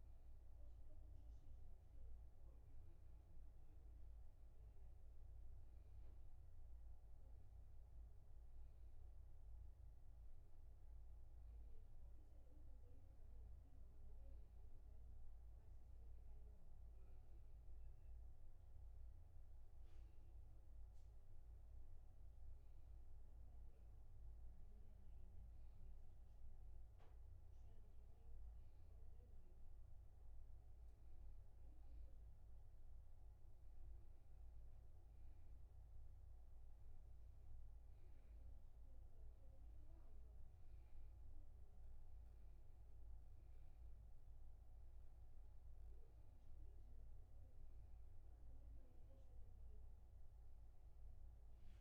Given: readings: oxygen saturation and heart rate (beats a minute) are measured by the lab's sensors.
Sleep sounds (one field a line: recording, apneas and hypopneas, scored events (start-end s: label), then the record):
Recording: breathing in sleep, hard to hear, by a room microphone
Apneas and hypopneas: none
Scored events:
none scored
From the record:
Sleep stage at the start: N2 (light sleep)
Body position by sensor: on the back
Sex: male